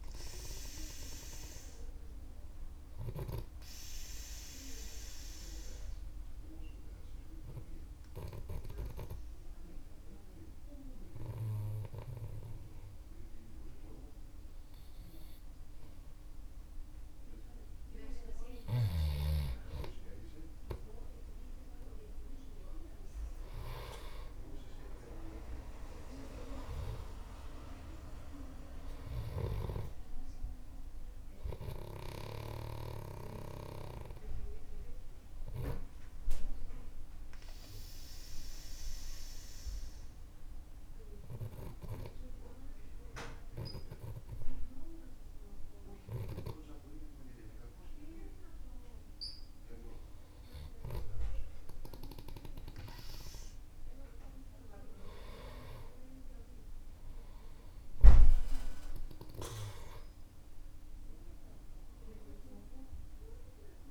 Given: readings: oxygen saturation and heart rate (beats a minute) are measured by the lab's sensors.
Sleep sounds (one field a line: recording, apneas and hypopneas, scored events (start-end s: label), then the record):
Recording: breathing in sleep by a room microphone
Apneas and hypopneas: 2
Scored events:
3.50-18.50 s: obstructive apnea (oxygen 98% before, 94% lowest, heart rate 55 before, 49 extreme, up 11 after)
22.50-27.00 s: arousal
33.00-44.50 s: obstructive apnea (oxygen 98% before, 94% lowest, heart rate 56 before, 49 extreme, up 7 after)
48.00-51.50 s: arousal
From the record:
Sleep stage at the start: N2 (light sleep)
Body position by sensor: on the back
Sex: male